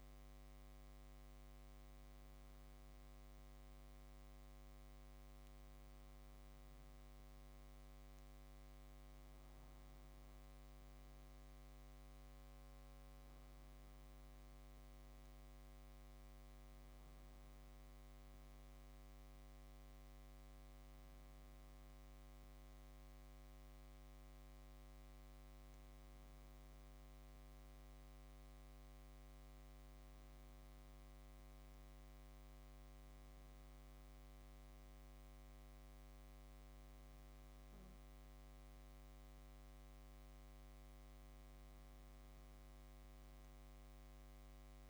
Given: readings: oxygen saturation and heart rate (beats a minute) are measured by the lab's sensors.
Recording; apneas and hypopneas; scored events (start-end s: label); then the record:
breathing in sleep, hard to hear, by a microphone on the trachea; none
none scored
From the record:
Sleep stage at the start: N2 (light sleep); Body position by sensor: on the back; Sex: female